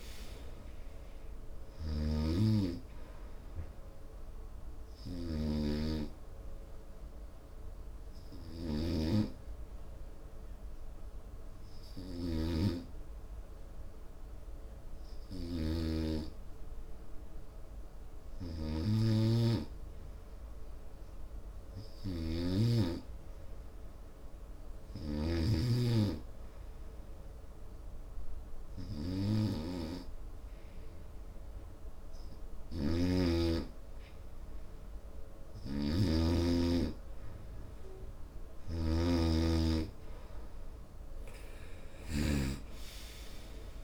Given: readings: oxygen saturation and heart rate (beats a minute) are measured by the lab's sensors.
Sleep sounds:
breathing in sleep by a room microphone; 1
0.00-1.00 s: arousal
0.00-8.50 s: oxygen desaturation (device-marked, oxygen 89% lowest, heart rate 66 extreme)
4.50-20.50 s: hypopnea (oxygen 96% before, 90% lowest, heart rate 75 before, 66 extreme)
23.00-26.50 s: arousal
33.00-39.50 s: snoring (device-marked)
From the record:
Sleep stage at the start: N2 (light sleep); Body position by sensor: on the right side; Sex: male

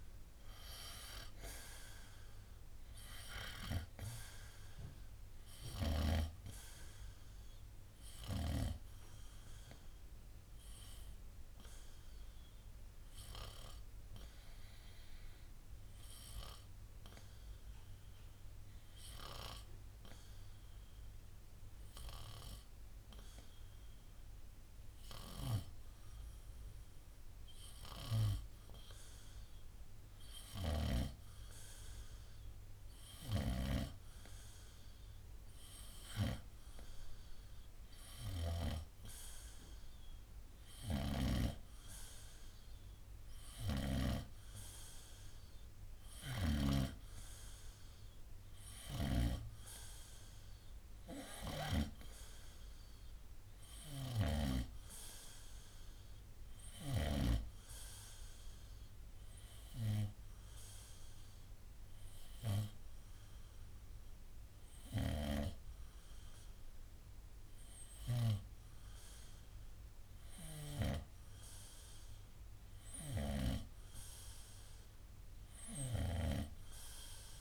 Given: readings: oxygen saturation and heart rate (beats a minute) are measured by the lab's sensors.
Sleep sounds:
breathing in sleep by a room microphone; 2
9.50-25.50 s: obstructive apnea (oxygen 96% before, 90% lowest, heart rate 62 before, 60 extreme, up 0 after)
16.50-31.50 s: oxygen desaturation (device-marked, oxygen 95% before, 90% lowest, heart rate 64 before, 60 extreme)
31.00-34.50 s: arousal
41.00-47.00 s: snoring (device-marked)
44.50-69.50 s: oxygen desaturation (device-marked, oxygen 95% before, 91% lowest, heart rate 63 before, 64 extreme)
55.50-69.50 s: obstructive apnea (oxygen 95% before, 90% lowest, heart rate 65 before, 64 extreme, up 0 after)
72.50-76.00 s: arousal
From the record:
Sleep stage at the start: N2 (light sleep); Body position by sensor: on the front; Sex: male

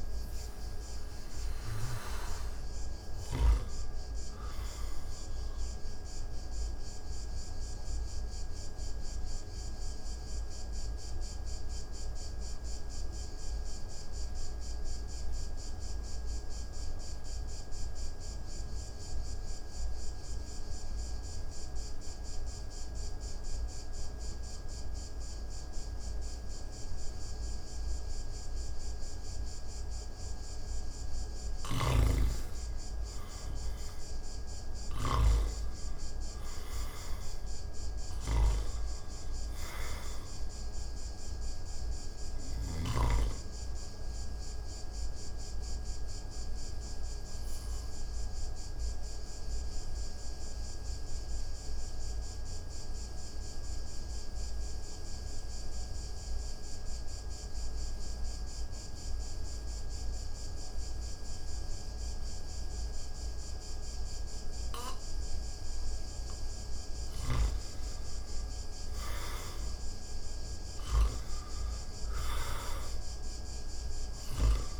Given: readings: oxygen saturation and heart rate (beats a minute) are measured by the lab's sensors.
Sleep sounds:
breathing in sleep by a room microphone; 2
0.00-25.50 s: oxygen desaturation (device-marked, oxygen 82% lowest)
7.00-31.00 s: mixed apnea (oxygen 98% before, 82% lowest)
31.00-42.50 s: snoring (device-marked)
36.00-39.50 s: arousal
36.50-62.50 s: oxygen desaturation (device-marked, oxygen 98% before, 85% lowest)
46.00-65.50 s: mixed apnea (oxygen 98% before, 85% lowest)
66.00-70.50 s: arousal
From the record:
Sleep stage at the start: N2 (light sleep); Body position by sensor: on the back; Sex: male

